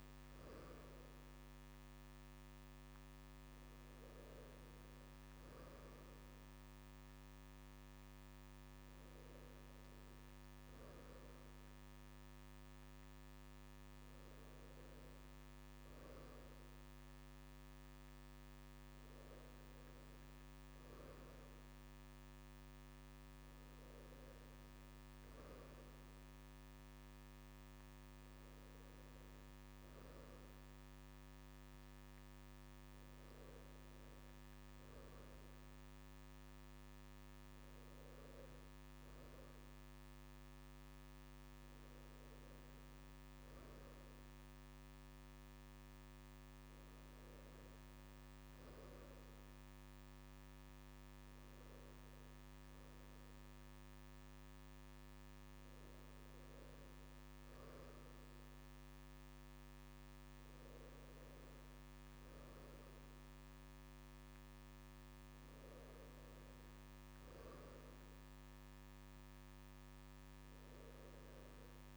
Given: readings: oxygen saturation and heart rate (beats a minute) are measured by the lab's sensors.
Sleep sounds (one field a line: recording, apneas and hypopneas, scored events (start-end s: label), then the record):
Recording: a person awake in a sleep study, hard to hear, by a microphone on the trachea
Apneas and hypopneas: none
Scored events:
none scored
From the record:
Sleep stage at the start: awake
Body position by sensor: on the right side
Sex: male